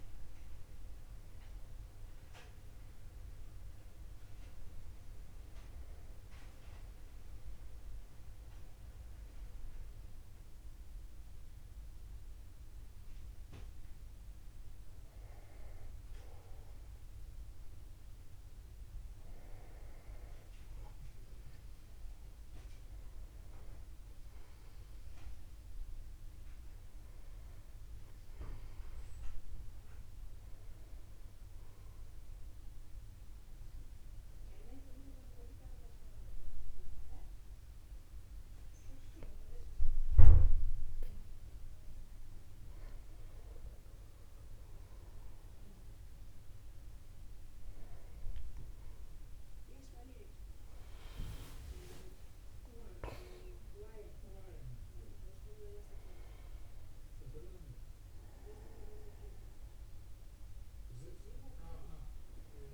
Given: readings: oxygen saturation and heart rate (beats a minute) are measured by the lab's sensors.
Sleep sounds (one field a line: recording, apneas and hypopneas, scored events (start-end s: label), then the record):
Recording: breathing in sleep by a room microphone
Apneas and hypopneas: 1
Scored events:
28.00-30.00 s: long interval between heartbeats (device-marked, heart rate 51 before, 58 extreme)
32.50-43.50 s: obstructive apnea (oxygen 98% before, 95% lowest, heart rate 53 before, 51 extreme, up 18 after)
46.00-48.00 s: long interval between heartbeats (device-marked, heart rate 55 before, 60 extreme)
53.00-57.00 s: arousal
53.50-55.50 s: long interval between heartbeats (device-marked, heart rate 59 before, 79 extreme)
From the record:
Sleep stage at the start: N1 (lightest sleep)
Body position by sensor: upright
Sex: male